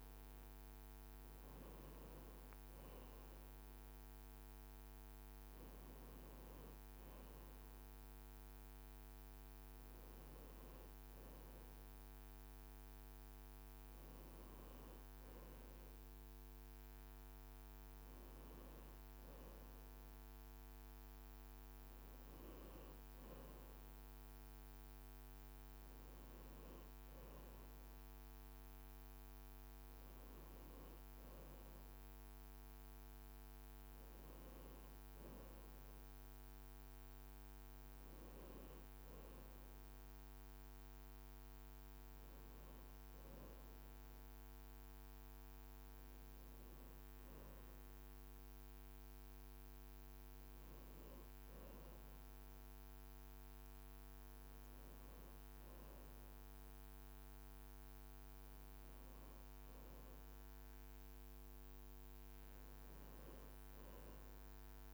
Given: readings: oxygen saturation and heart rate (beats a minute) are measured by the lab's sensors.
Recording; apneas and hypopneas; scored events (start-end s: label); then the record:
breathing in sleep, hard to hear, by a microphone on the trachea; none
none scored
From the record:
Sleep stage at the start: N1 (lightest sleep); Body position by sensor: on the back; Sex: male